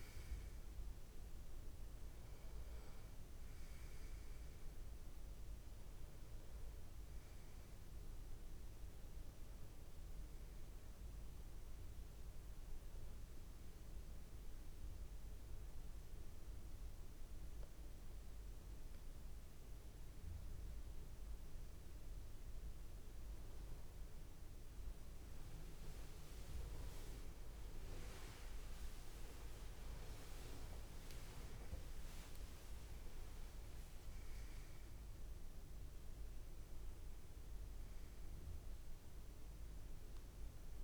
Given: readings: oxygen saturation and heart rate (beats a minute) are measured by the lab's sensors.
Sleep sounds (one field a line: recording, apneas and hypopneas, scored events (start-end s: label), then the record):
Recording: breathing in sleep by a room microphone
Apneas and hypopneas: 1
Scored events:
2.50-21.50 s: oxygen desaturation (device-marked, oxygen 94% before, 91% lowest)
12.50-22.50 s: obstructive apnea (oxygen 94% before, 91% lowest)
28.50-32.50 s: arousal
37.50-40.84 s: tachycardia (device-marked)
From the record:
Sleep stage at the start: N2 (light sleep)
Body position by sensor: on the back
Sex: male